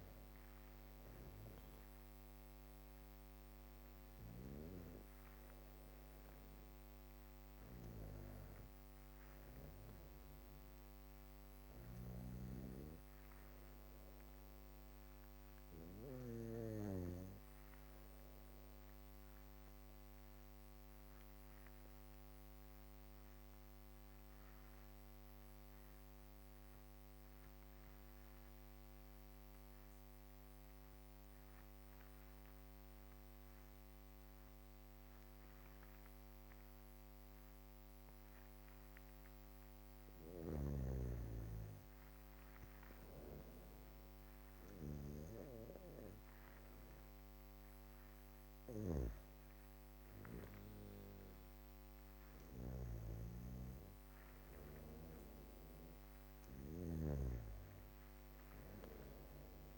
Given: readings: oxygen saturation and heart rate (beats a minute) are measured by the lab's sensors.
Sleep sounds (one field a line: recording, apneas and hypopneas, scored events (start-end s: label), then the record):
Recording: breathing in sleep by a microphone on the trachea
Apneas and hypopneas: 1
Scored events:
18.50-38.00 s: obstructive apnea (oxygen 98% before, 93% lowest, heart rate 59 before, 55 extreme, up 14 after)
32.50-57.50 s: oxygen desaturation (device-marked, oxygen 99% before, 93% lowest, heart rate 60 before, 55 extreme)
39.00-42.50 s: arousal
From the record:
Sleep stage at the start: N2 (light sleep)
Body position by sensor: on the back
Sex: female